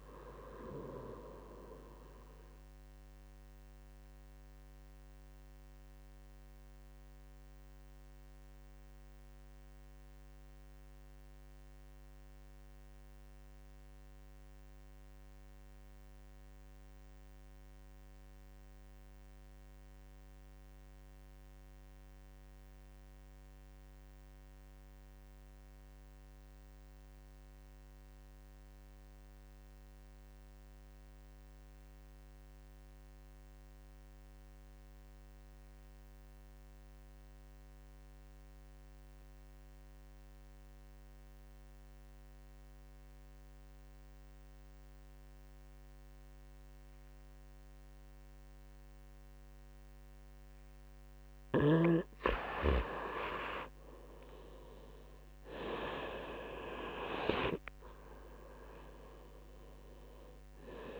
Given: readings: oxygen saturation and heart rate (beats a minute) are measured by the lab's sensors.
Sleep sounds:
breathing in sleep by a microphone on the trachea; 1
0.00-10.00 s: oxygen desaturation (device-marked, oxygen 86% lowest)
2.50-50.00 s: obstructive apnea (oxygen 98% before, 80% lowest)
27.00-61.00 s: oxygen desaturation (device-marked, oxygen 98% before, 82% lowest)
52.00-55.50 s: arousal
From the record:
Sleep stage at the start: N2 (light sleep); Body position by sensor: on the right side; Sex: male

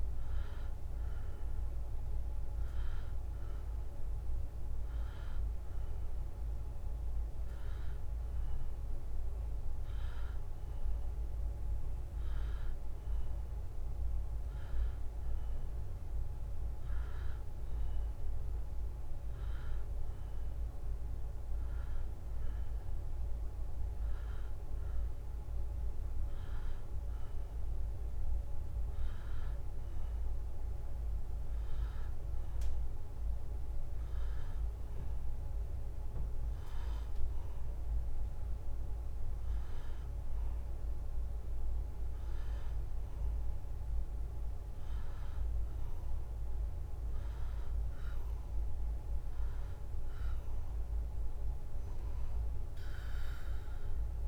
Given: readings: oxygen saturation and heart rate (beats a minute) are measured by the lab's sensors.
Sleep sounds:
breathing in sleep, hard to hear, by a room microphone; none
none scored
From the record:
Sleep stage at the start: N2 (light sleep); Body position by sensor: on the right side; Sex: male

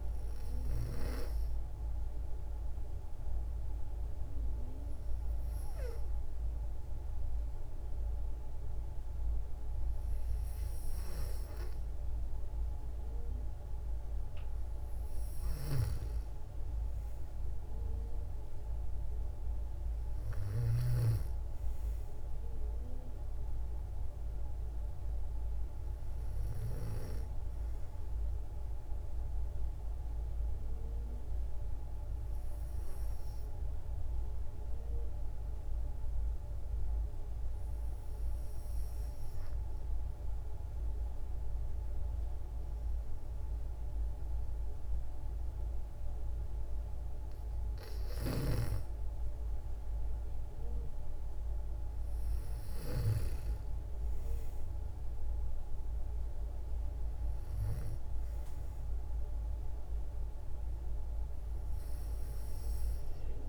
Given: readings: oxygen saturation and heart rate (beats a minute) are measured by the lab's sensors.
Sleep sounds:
breathing in sleep by a room microphone; 2
0.50-13.00 s: hypopnea (oxygen 94% before, 90% lowest, heart rate 60 before, 54 extreme, up 4 after)
15.00-20.50 s: snoring (device-marked)
16.50-20.00 s: arousal
16.50-37.50 s: oxygen desaturation (device-marked, oxygen 95% before, 91% lowest, heart rate 57 before, 54 extreme)
30.50-47.00 s: hypopnea (oxygen 95% before, 90% lowest, heart rate 58 before, 55 extreme, up 7 after)
50.00-53.50 s: arousal
51.50-63.49 s: oxygen desaturation (device-marked, oxygen 95% before, 90% lowest, heart rate 57 before, 55 extreme)
From the record:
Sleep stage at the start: N2 (light sleep); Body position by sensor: on the back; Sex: female

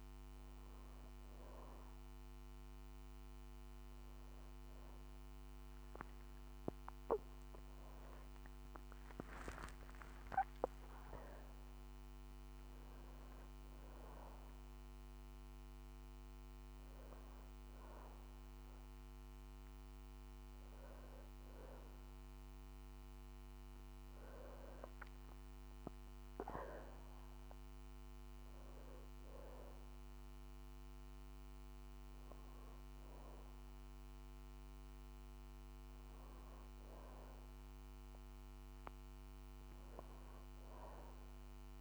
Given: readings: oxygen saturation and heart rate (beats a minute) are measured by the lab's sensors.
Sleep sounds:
breathing in sleep by a microphone on the trachea; none
5.50-10.50 s: arousal
From the record:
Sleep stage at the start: N1 (lightest sleep); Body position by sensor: on the back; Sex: female

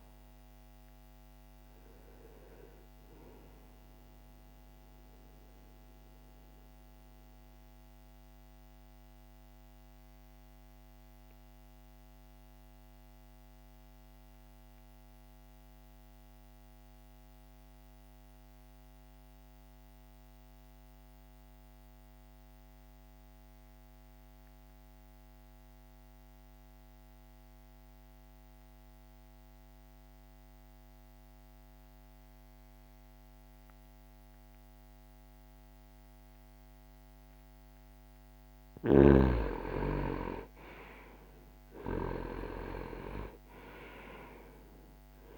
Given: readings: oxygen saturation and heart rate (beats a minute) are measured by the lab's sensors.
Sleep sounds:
breathing in sleep by a microphone on the trachea; 1
0.00-23.50 s: oxygen desaturation (device-marked, oxygen 88% lowest)
4.50-37.50 s: obstructive apnea (oxygen 99% before, 86% lowest)
36.50-45.38 s: oxygen desaturation (device-marked, oxygen 98% before, 89% lowest)
39.00-43.00 s: arousal
From the record:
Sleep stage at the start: N2 (light sleep); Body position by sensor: on the back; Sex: male

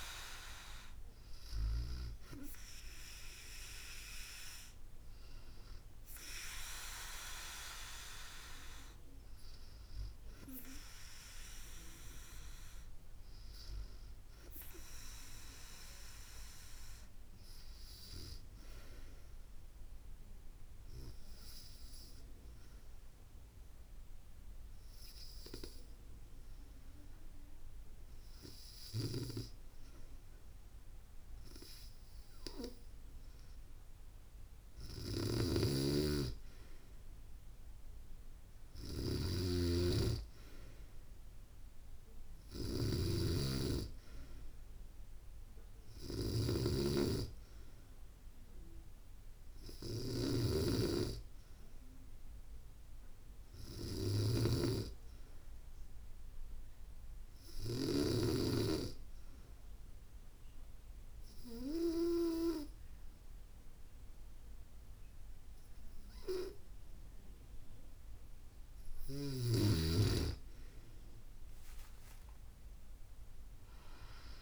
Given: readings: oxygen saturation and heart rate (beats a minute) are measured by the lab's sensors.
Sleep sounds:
breathing in sleep by a room microphone; 2
0.00-13.00 s: oxygen desaturation (device-marked, oxygen 93% lowest, heart rate 66 extreme)
19.50-33.50 s: hypopnea (oxygen 96% before, 92% lowest, heart rate 69 before, 65 extreme)
34.50-57.50 s: snoring (device-marked)
35.00-39.00 s: arousal
58.50-68.50 s: obstructive apnea (oxygen 95% before, 92% lowest, heart rate 69 before, 64 extreme, up 14 after)
71.00-74.42 s: arousal
From the record:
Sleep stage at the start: N2 (light sleep); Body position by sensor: on the back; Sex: female

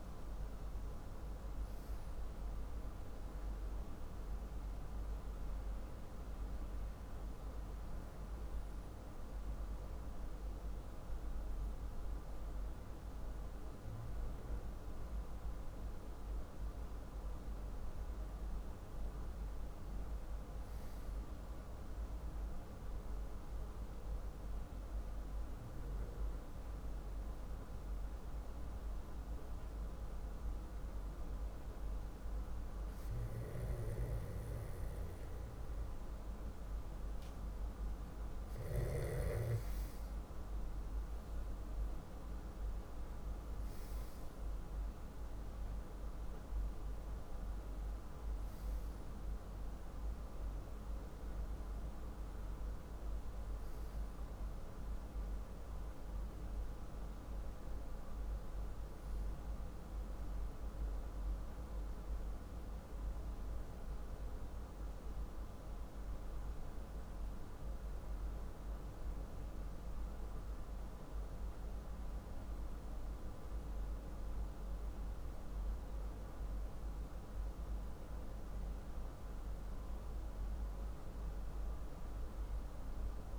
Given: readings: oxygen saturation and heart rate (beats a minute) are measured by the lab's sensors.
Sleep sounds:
breathing in sleep, hard to hear, by a room microphone; none
0.00-1.00 s: arousal
From the record:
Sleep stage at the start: N2 (light sleep); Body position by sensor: on the back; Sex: male

